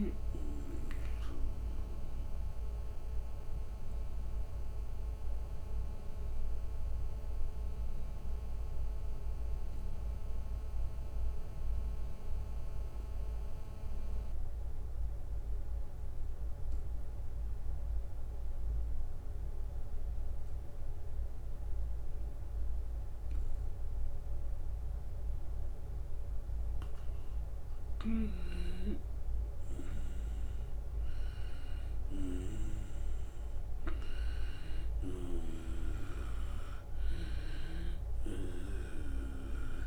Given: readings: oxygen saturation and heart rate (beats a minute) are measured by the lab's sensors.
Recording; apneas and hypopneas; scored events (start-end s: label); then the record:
breathing in sleep by a room microphone; 1
2.00-26.50 s: obstructive apnea (oxygen 97% before, 92% lowest, heart rate 80 before, 76 extreme, up 5 after)
30.00-35.00 s: arousal
From the record:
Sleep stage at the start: N2 (light sleep); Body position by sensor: on the right side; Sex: male